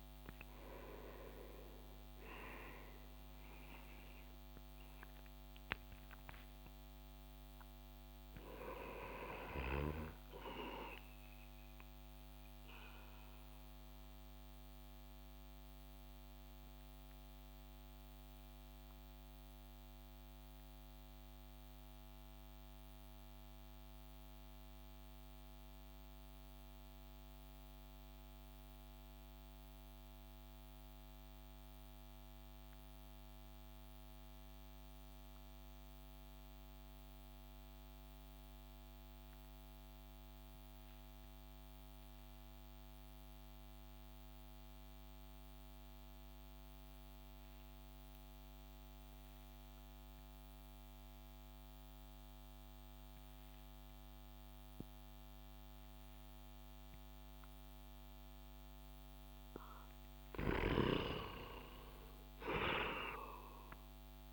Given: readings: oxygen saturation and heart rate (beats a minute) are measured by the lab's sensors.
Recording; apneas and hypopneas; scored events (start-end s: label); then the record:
breathing in sleep by a microphone on the trachea; 1
0.00-1.00 s: arousal
0.00-7.50 s: oxygen desaturation (device-marked, oxygen 92% lowest)
12.00-59.00 s: mixed apnea (oxygen 97% before, 88% lowest)
17.50-28.50 s: oxygen desaturation (device-marked, oxygen 93% before, 90% lowest)
47.50-64.33 s: oxygen desaturation (device-marked, oxygen 98% before, 88% lowest)
61.00-64.33 s: arousal
From the record:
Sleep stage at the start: N2 (light sleep); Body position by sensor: on the back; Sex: male